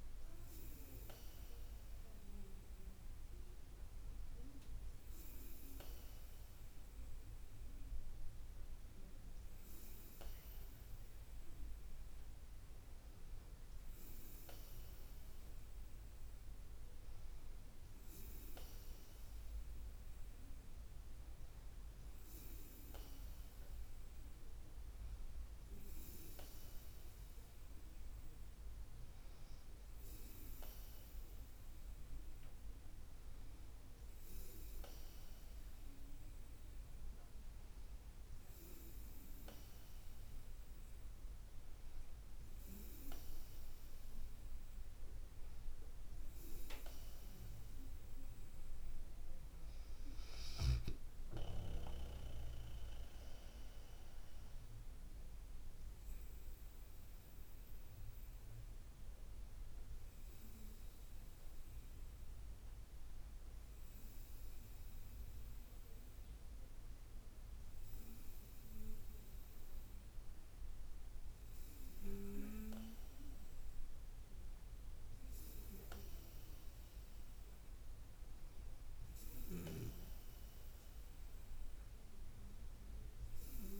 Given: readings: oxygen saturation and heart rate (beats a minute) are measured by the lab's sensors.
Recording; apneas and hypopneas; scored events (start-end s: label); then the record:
breathing in sleep by a room microphone; none
none scored
From the record:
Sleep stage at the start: N2 (light sleep); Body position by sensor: on the back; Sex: female